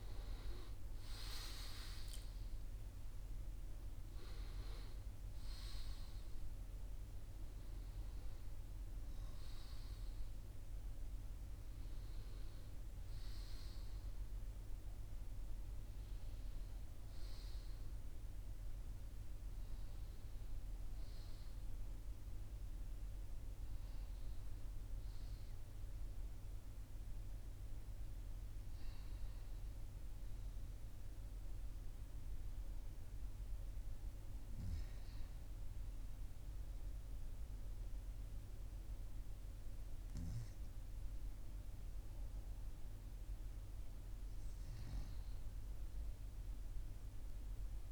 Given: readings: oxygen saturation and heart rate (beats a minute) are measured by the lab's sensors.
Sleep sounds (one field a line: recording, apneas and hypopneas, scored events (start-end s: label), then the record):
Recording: a person partly awake in a sleep study, hard to hear, by a room microphone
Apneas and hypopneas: none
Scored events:
23.00-47.92 s: new sleep stage, N1 (lightest sleep)
From the record:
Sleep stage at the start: awake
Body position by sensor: on the right side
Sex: male